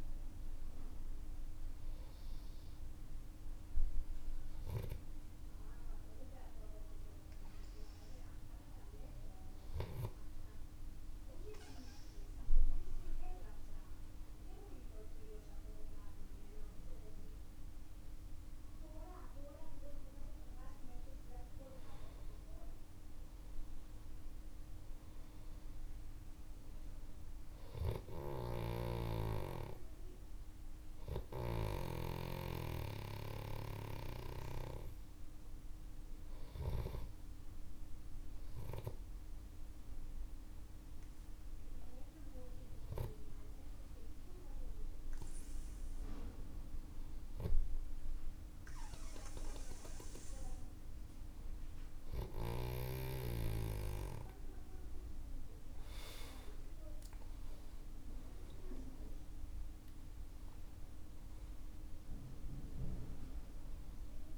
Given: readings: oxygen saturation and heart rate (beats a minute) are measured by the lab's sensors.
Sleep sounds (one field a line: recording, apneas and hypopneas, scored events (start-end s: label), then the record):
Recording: breathing in sleep by a room microphone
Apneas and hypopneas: 2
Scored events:
4.50-17.00 s: hypopnea (oxygen 98% before, 94% lowest, heart rate 60 before, 52 extreme, up 11 after)
18.50-23.50 s: arousal
23.50-35.50 s: oxygen desaturation (device-marked, oxygen 98% before, 95% lowest, heart rate 58 before, 48 extreme)
32.50-51.00 s: hypopnea (oxygen 98% before, 94% lowest, heart rate 61 before, 48 extreme, up 14 after)
55.50-61.50 s: arousal
From the record:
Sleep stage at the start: N2 (light sleep)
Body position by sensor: on the back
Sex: male